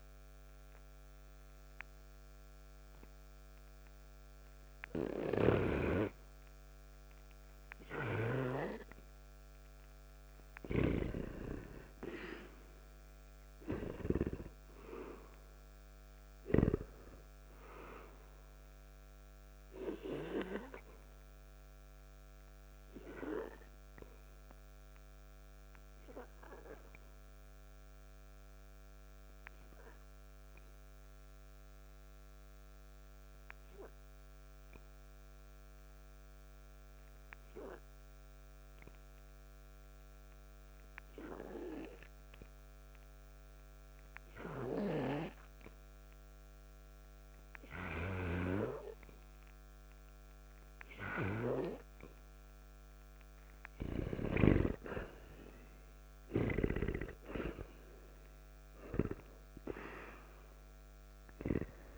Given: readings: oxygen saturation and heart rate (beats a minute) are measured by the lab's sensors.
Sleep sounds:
breathing in sleep by a microphone on the trachea; 2
1.50-11.50 s: obstructive apnea (oxygen 98% before, 86% lowest, heart rate 58 before, 57 extreme, up 6 after)
5.50-43.50 s: oxygen desaturation (device-marked, oxygen 98% before, 86% lowest, heart rate 58 before, 53 extreme)
13.50-16.50 s: arousal
21.00-53.50 s: obstructive apnea (oxygen 98% before, 85% lowest, heart rate 58 before, 53 extreme, up 7 after)
54.50-61.97 s: oxygen desaturation (device-marked, oxygen 97% before, 85% lowest, heart rate 56 before, 53 extreme)
55.00-59.50 s: arousal
From the record:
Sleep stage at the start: N2 (light sleep); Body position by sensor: on the back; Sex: male

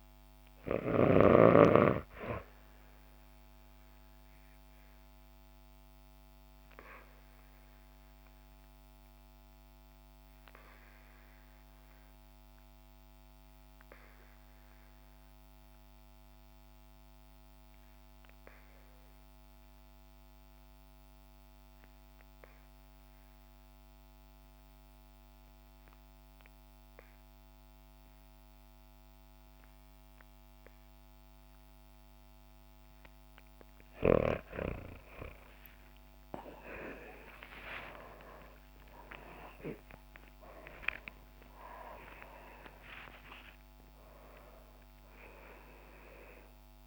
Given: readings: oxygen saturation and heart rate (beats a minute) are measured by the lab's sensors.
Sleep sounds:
breathing in sleep by a microphone on the trachea; 1
0.00-1.50 s: snoring (device-marked)
0.00-15.00 s: oxygen desaturation (device-marked, oxygen 79% lowest, heart rate 49 extreme)
3.00-32.50 s: obstructive apnea (oxygen 98% before, 76% lowest, heart rate 61 before, 49 extreme, up 25 after)
22.00-46.87 s: oxygen desaturation (device-marked, oxygen 97% before, 76% lowest, heart rate 66 before, 49 extreme)
35.50-40.50 s: arousal
From the record:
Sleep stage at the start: REM sleep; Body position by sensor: on the back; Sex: female

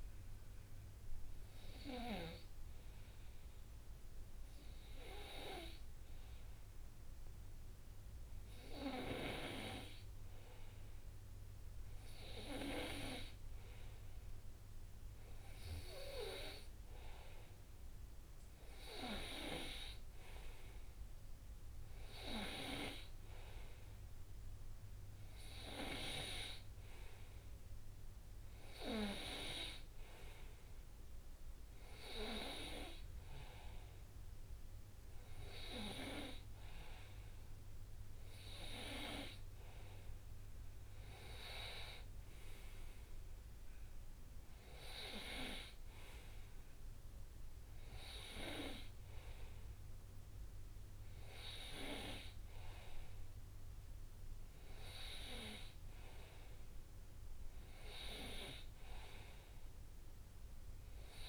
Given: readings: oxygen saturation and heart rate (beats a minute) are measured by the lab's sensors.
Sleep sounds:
breathing in sleep by a room microphone; none
none scored
From the record:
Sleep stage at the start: N2 (light sleep); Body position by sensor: on the right side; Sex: male

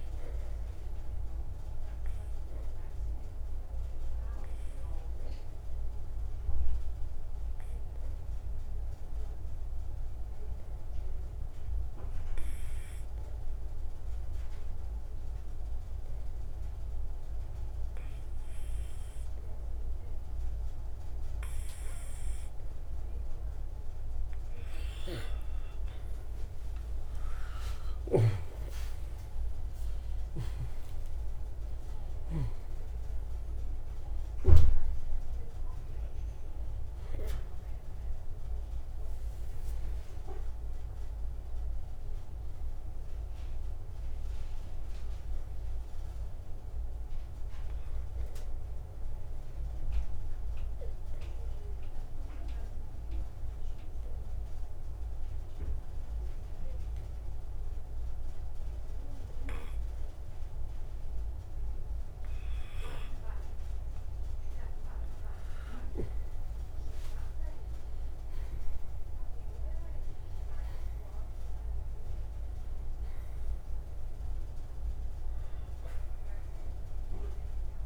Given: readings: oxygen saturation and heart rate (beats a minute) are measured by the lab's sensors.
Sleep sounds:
breathing in sleep, hard to hear, by a room microphone; 2
1.50-24.00 s: obstructive apnea (oxygen 95% before, 87% lowest, heart rate 101 before, 43 extreme, up 45 after)
13.50-19.50 s: oxygen desaturation (device-marked, oxygen 95% before, 90% lowest, heart rate 103 before, 88 extreme)
27.00-32.50 s: arousal
34.50-64.50 s: oxygen desaturation (device-marked, oxygen 96% before, 87% lowest)
50.50-64.00 s: obstructive apnea (oxygen 96% before, 87% lowest)
67.00-70.00 s: arousal
From the record:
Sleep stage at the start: N2 (light sleep); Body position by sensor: on the right side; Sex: male

